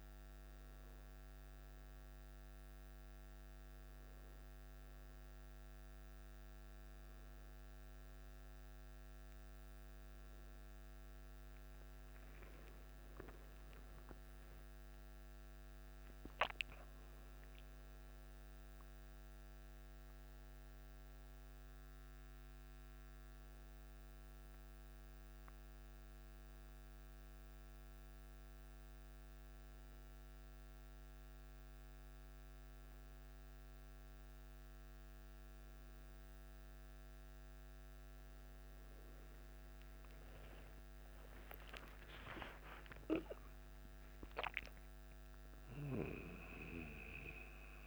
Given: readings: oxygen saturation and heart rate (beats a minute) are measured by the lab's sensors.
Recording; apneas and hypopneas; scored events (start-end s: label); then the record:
a person awake in a sleep study, by a microphone on the trachea; none
none scored
From the record:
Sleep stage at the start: awake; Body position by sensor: on the back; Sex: male